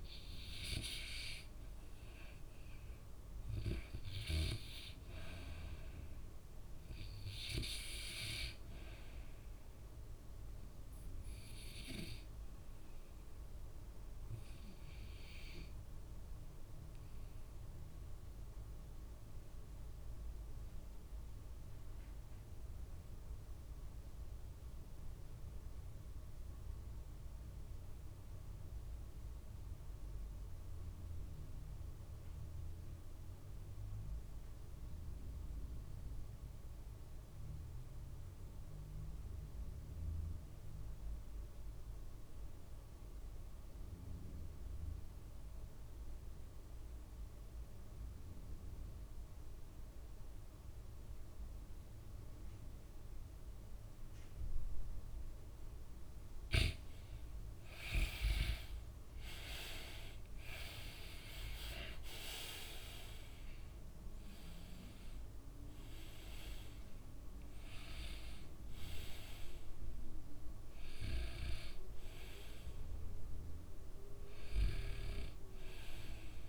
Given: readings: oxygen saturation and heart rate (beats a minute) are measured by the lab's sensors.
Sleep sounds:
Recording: breathing in sleep by a room microphone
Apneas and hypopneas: 1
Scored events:
17.00-55.50 s: obstructive apnea (oxygen 98% before, 78% lowest, heart rate 69 before, 56 extreme, up 17 after)
23.50-36.50 s: oxygen desaturation (device-marked, oxygen 95% before, 92% lowest, heart rate 68 before, 58 extreme)
45.50-76.48 s: oxygen desaturation (device-marked, oxygen 94% before, 78% lowest, heart rate 59 before, 64 extreme)
47.50-76.48 s: new sleep stage, REM sleep
58.00-62.50 s: arousal
From the record:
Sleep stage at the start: N2 (light sleep)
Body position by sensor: on the back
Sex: male

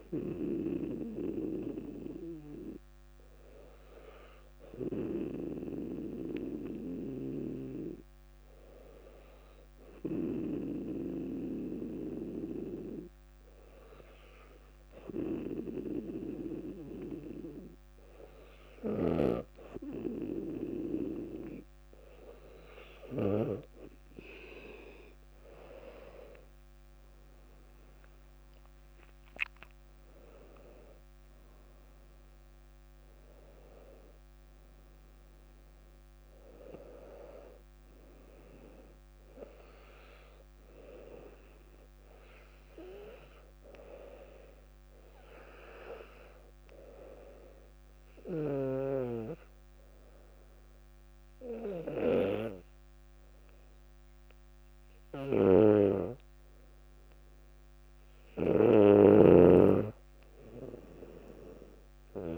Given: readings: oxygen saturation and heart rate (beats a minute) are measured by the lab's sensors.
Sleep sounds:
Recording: breathing in sleep by a microphone on the trachea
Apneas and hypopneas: 2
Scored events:
2.00-20.50 s: hypopnea (oxygen 98% before, 95% lowest, heart rate 64 before, 58 extreme, up 4 after)
25.50-30.00 s: arousal
46.00-57.50 s: hypopnea (oxygen 99% before, 95% lowest, heart rate 64 before, 59 extreme, up 3 after)
59.00-62.38 s: snoring (device-marked)
60.50-62.38 s: arousal
From the record:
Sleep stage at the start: N2 (light sleep)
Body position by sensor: on the back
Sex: female

